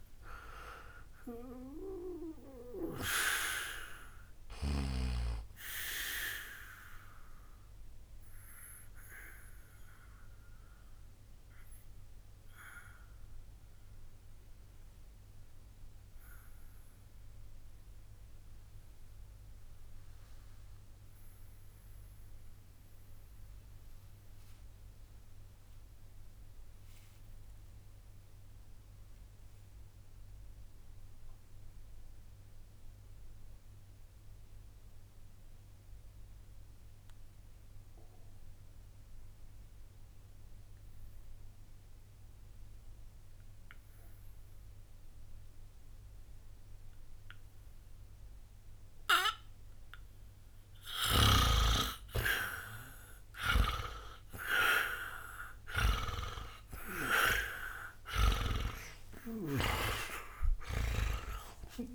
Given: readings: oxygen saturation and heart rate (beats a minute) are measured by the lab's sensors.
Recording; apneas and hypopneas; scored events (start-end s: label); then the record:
breathing in sleep by a room microphone; 1
0.00-29.00 s: oxygen desaturation (device-marked, oxygen 76% lowest, heart rate 59 extreme)
6.00-51.00 s: obstructive apnea (oxygen 95% before, 76% lowest, heart rate 91 before, 59 extreme, up 17 after)
45.00-61.95 s: oxygen desaturation (device-marked, oxygen 99% before, 81% lowest, heart rate 61 before, 60 extreme)
From the record:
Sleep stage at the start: N2 (light sleep); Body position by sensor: on the back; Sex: male